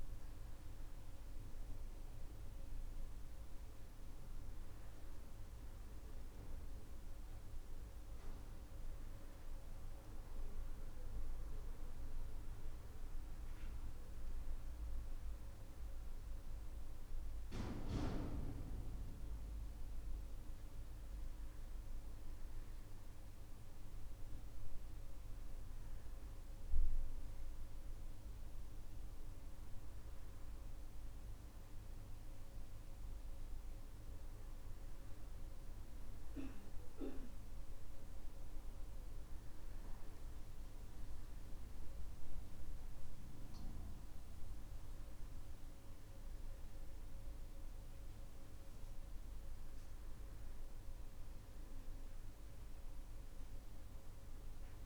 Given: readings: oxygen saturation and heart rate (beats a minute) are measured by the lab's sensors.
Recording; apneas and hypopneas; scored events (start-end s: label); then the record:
a person awake in a sleep study, hard to hear, by a room microphone; none
none scored
From the record:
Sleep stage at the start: awake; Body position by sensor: on the back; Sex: male